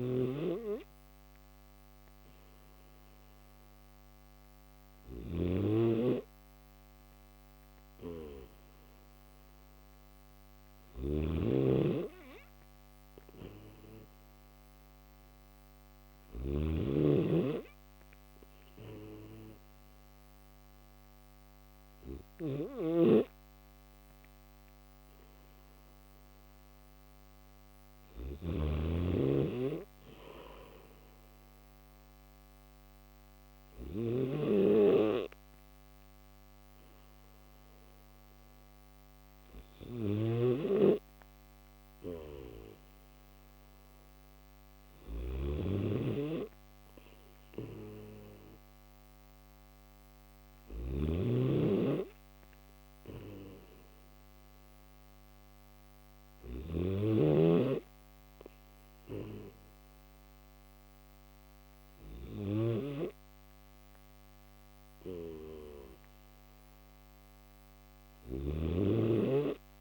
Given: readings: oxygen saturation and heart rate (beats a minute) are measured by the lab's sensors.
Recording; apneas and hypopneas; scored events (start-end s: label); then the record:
breathing in sleep by a microphone on the trachea; 1
0.00-16.00 s: snoring (device-marked)
22.00-69.81 s: snoring (device-marked)
31.50-43.50 s: hypopnea (oxygen 94% before, 91% lowest, heart rate 75 before, 74 extreme, up 1 after)
36.00-45.00 s: oxygen desaturation (device-marked, oxygen 94% before, 91% lowest, heart rate 75 before, 74 extreme)
From the record:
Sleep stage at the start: N2 (light sleep); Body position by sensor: on the back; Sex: male